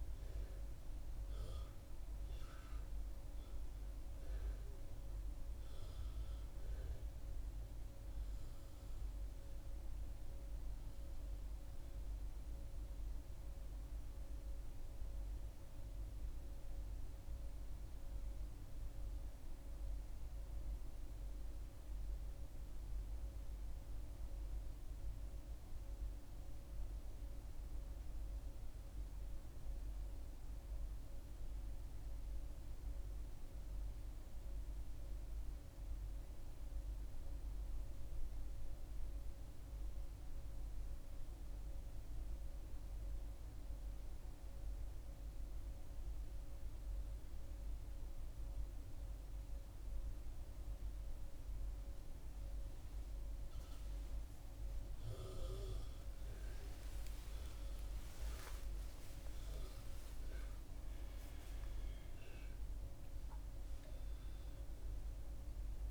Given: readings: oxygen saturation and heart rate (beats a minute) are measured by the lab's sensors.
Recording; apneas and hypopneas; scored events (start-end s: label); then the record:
a person partly awake in a sleep study, hard to hear, by a room microphone; 1
22.00-26.00 s: arousal
31.00-41.00 s: hypopnea (oxygen 97% before, 94% lowest, heart rate 71 before, 68 extreme, up 3 after)
38.00-65.91 s: new sleep stage, awake
From the record:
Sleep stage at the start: N1 (lightest sleep); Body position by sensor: on the back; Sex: female